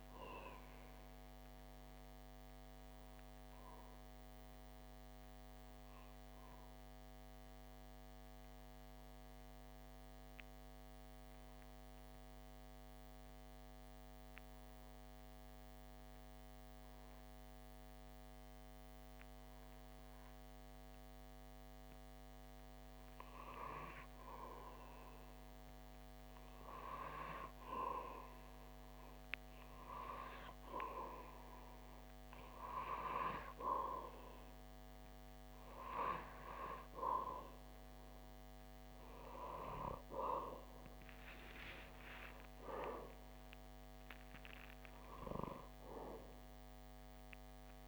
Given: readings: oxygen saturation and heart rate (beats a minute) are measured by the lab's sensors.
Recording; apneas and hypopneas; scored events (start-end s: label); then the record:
breathing in sleep by a microphone on the trachea; 1
0.50-21.00 s: obstructive apnea (oxygen 96% before, 93% lowest)
22.00-25.50 s: arousal
25.00-44.00 s: oxygen desaturation (device-marked, oxygen 97% before, 93% lowest)
From the record:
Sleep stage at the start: N2 (light sleep); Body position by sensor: on the back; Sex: male